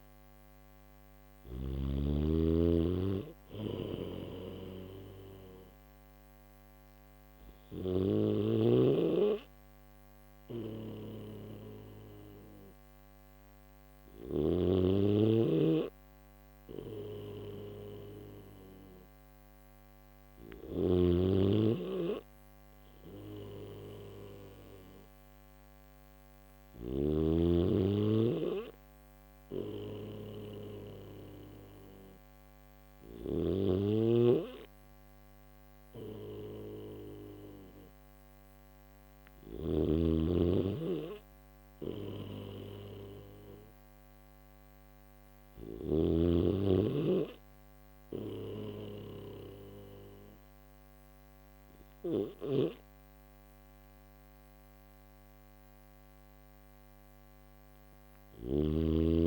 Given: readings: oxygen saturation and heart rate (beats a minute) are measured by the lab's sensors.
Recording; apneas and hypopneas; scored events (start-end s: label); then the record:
breathing in sleep by a microphone on the trachea; none
0.00-1.00 s: snoring (device-marked)
3.00-7.50 s: snoring (device-marked)
20.00-26.50 s: snoring (device-marked)
32.50-39.00 s: snoring (device-marked)
41.00-45.50 s: snoring (device-marked)
51.50-58.00 s: snoring (device-marked)
From the record:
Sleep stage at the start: N1 (lightest sleep); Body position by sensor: on the back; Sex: male